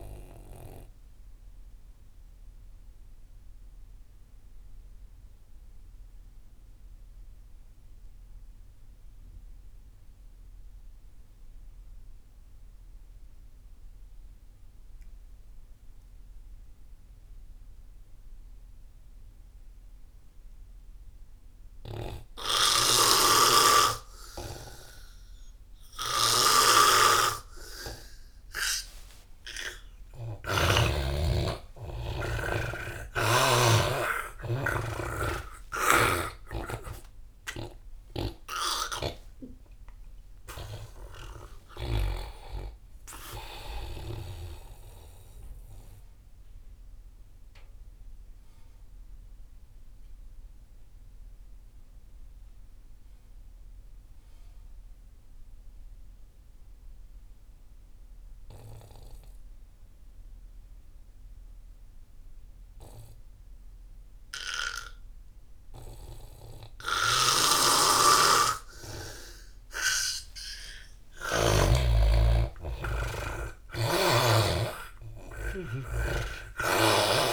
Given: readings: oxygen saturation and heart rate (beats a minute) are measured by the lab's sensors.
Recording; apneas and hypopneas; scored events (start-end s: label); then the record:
breathing in sleep by a room microphone; 2
0.00-12.00 s: oxygen desaturation (device-marked, oxygen 82% lowest)
1.50-30.00 s: obstructive apnea (oxygen 99% before, 82% lowest)
23.00-34.00 s: snoring (device-marked)
28.00-51.00 s: oxygen desaturation (device-marked, oxygen 98% before, 86% lowest)
31.00-36.00 s: arousal
36.00-42.50 s: snoring (device-marked)
46.00-70.00 s: obstructive apnea (oxygen 98% before, 83% lowest)
67.00-77.33 s: oxygen desaturation (device-marked, oxygen 98% before, 86% lowest)
67.50-72.00 s: snoring (device-marked)
72.50-77.00 s: arousal
74.00-77.33 s: snoring (device-marked)
From the record:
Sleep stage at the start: N2 (light sleep); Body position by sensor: on the back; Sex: male